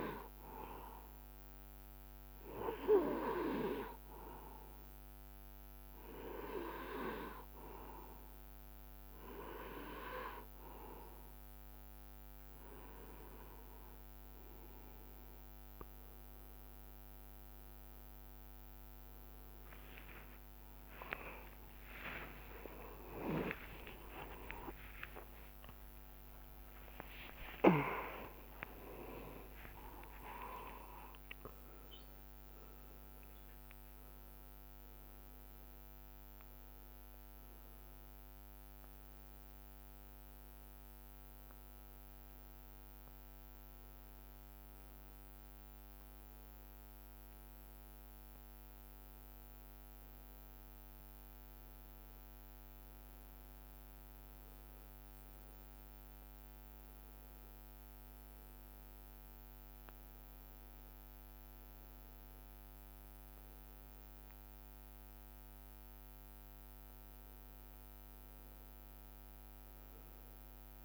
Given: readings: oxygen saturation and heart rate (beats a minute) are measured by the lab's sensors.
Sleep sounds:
breathing in sleep by a microphone on the trachea; none
19.50-34.50 s: tachycardia (device-marked, heart rate 72 before, 158 extreme)
20.50-22.50 s: long interval between heartbeats (device-marked, heart rate 70 before, 94 extreme)
20.50-27.50 s: arousal
23.00-25.00 s: long interval between heartbeats (device-marked, heart rate 73 before, 117 extreme)
25.00-27.00 s: long interval between heartbeats (device-marked, heart rate 78 before, 152 extreme)
28.00-30.00 s: long interval between heartbeats (device-marked, heart rate 90 before, 132 extreme)
30.00-32.00 s: long interval between heartbeats (device-marked, heart rate 97 before, 137 extreme)
33.50-70.85 s: new sleep stage, N1 (lightest sleep)
36.00-38.00 s: long interval between heartbeats (device-marked, heart rate 116 before, 105 extreme)
From the record:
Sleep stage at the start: N2 (light sleep); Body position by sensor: on the back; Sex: male

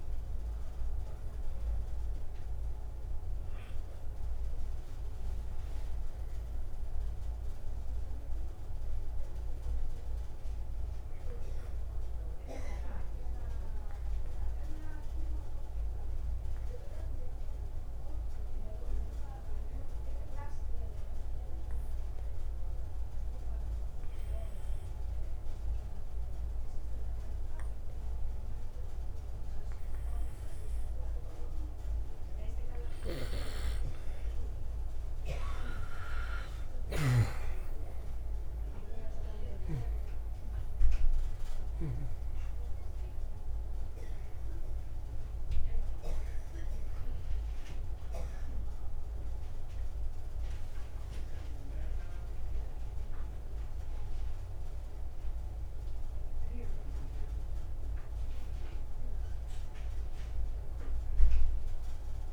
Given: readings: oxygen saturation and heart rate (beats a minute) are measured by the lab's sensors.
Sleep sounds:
breathing in sleep by a room microphone; 1
0.00-24.50 s: oxygen desaturation (device-marked, oxygen 86% lowest, heart rate 154 extreme)
11.00-31.50 s: obstructive apnea (oxygen 97% before, 86% lowest, heart rate 194 before, 154 extreme, up 15 after)
37.50-42.50 s: arousal
39.50-62.33 s: oxygen desaturation (device-marked, oxygen 98% before, 87% lowest, heart rate 184 before, 170 extreme)
From the record:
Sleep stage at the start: N2 (light sleep); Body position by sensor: on the right side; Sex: male

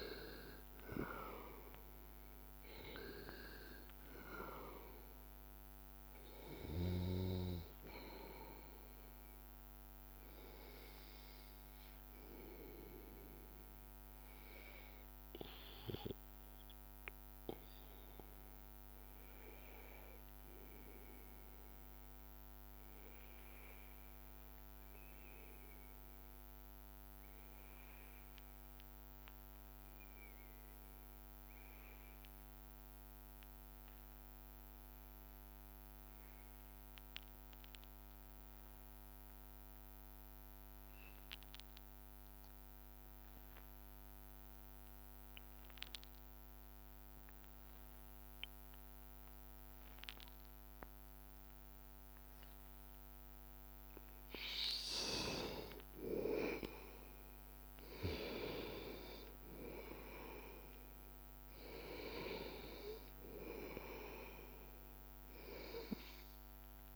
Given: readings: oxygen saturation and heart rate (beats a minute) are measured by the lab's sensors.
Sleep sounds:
breathing in sleep by a microphone on the trachea; 1
0.00-17.50 s: oxygen desaturation (device-marked, oxygen 92% lowest, heart rate 82 extreme)
13.50-50.00 s: hypopnea (oxygen 96% before, 93% lowest, heart rate 85 before, 82 extreme, up 1 after)
40.50-66.96 s: oxygen desaturation (device-marked, oxygen 98% before, 93% lowest, heart rate 83 before, 82 extreme)
52.50-56.00 s: arousal
From the record:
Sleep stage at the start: N2 (light sleep); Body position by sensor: on the back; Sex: male

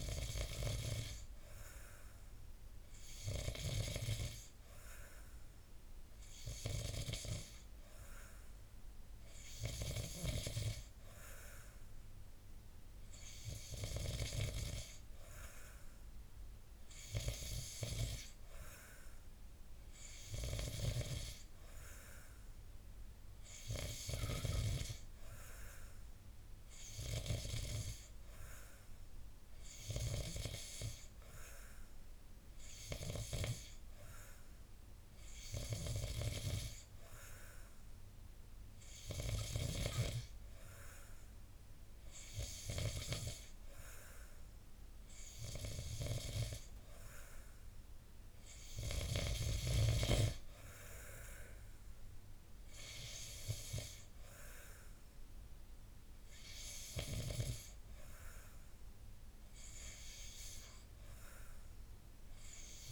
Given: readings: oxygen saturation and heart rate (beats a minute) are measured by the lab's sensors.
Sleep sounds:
breathing in sleep by a room microphone; none
none scored
From the record:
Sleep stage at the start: N2 (light sleep); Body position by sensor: on the back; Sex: male

